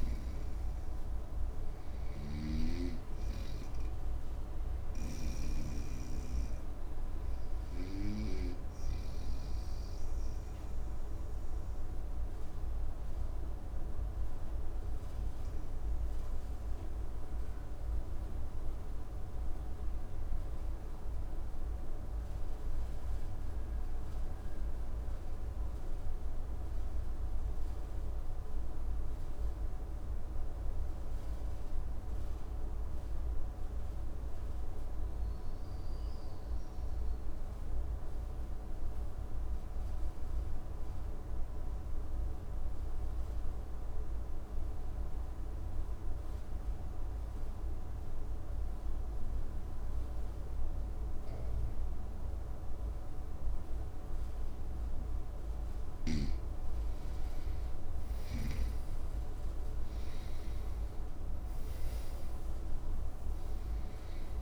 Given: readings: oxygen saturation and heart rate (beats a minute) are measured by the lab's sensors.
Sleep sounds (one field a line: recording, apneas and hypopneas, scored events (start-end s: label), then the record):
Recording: breathing in sleep, hard to hear, by a room microphone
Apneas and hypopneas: 1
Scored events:
0.00-5.00 s: snoring (device-marked)
0.00-19.50 s: oxygen desaturation (device-marked, oxygen 91% lowest, heart rate 58 extreme)
6.50-53.00 s: obstructive apnea (oxygen 99% before, 87% lowest, heart rate 67 before, 58 extreme, up 7 after)
35.50-64.42 s: oxygen desaturation (device-marked, oxygen 99% before, 87% lowest, heart rate 59 before, 55 extreme)
57.00-62.50 s: arousal
From the record:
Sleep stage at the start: N2 (light sleep)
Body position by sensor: on the right side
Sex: male